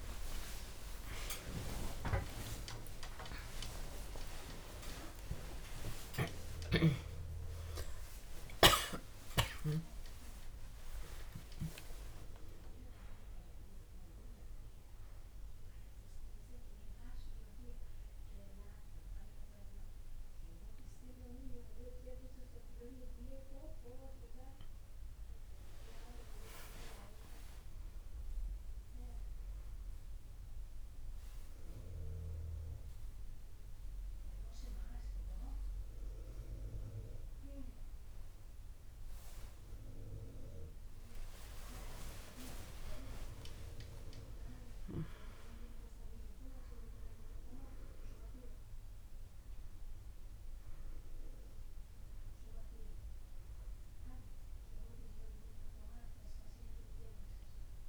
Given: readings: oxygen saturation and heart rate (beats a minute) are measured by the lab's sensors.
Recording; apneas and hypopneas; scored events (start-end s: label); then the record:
a person awake in a sleep study, by a room microphone; 1
2.50-14.50 s: drop in pulse transit time (device-marked)
4.00-6.00 s: long interval between heartbeats (device-marked)
8.50-10.50 s: long interval between heartbeats (device-marked)
12.50-14.50 s: long interval between heartbeats (device-marked, heart rate 35 before, 93 extreme)
14.50-27.00 s: obstructive apnea (oxygen 97% before, 92% lowest, heart rate 44 before, 47 extreme, up 44 after)
23.50-25.50 s: long interval between heartbeats (device-marked, heart rate 80 before, 63 extreme)
28.50-30.50 s: long interval between heartbeats (device-marked, heart rate 79 before, 79 extreme)
29.50-49.50 s: drop in pulse transit time (device-marked, heart rate 80 before, 47 extreme)
30.50-41.50 s: oxygen desaturation (device-marked, oxygen 98% before, 93% lowest, heart rate 79 before, 47 extreme)
39.00-41.00 s: long interval between heartbeats (device-marked, heart rate 78 before, 76 extreme)
From the record:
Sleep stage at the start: awake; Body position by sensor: on the back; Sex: female